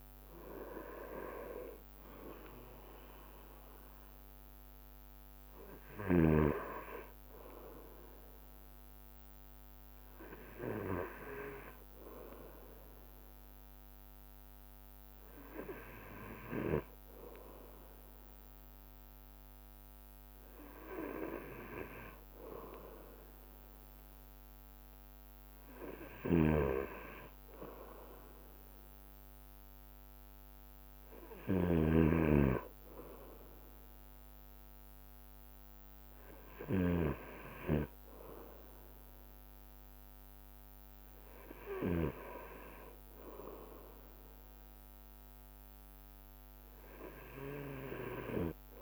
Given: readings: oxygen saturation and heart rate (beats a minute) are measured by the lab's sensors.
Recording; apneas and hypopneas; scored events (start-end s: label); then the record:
breathing in sleep by a microphone on the trachea; none
0.00-26.50 s: bradycardia (device-marked)
5.00-7.00 s: long interval between heartbeats (device-marked, heart rate 43 before, 53 extreme)
10.00-12.00 s: long interval between heartbeats (device-marked, heart rate 45 before, 44 extreme)
10.50-20.50 s: drop in pulse transit time (device-marked)
15.50-17.50 s: long interval between heartbeats (device-marked, heart rate 48 before, 26 extreme)
26.50-42.50 s: snoring (device-marked)
30.50-48.82 s: bradycardia (device-marked, heart rate 31 before, 26 extreme)
32.00-34.00 s: long interval between heartbeats (device-marked, heart rate 35 before, 64 extreme)
36.50-38.50 s: long interval between heartbeats (device-marked, heart rate 41 before, 54 extreme)
46.50-48.50 s: long interval between heartbeats (device-marked, heart rate 53 before, 52 extreme)
From the record:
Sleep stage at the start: N2 (light sleep); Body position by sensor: on the right side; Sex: male